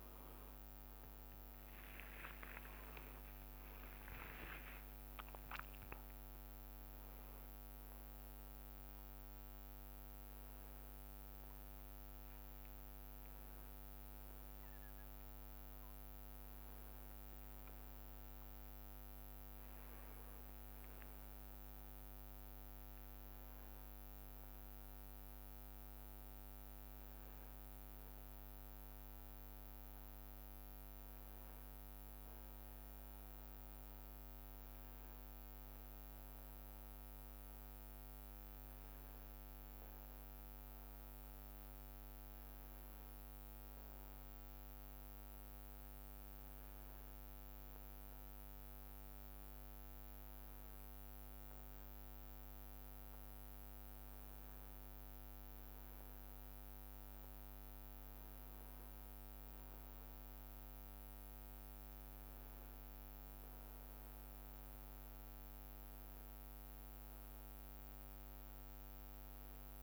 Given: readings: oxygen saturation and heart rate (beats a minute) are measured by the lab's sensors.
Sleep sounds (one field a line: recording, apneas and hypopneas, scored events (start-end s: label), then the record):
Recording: a person partly awake in a sleep study, hard to hear, by a microphone on the trachea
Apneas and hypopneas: none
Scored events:
4.00-5.50 s: leg movement (device-marked)
33.50-69.83 s: new sleep stage, N1 (lightest sleep)
34.00-37.50 s: leg movement (device-marked)
56.00-59.00 s: leg movement (device-marked)
From the record:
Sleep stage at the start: awake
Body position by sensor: on the back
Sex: male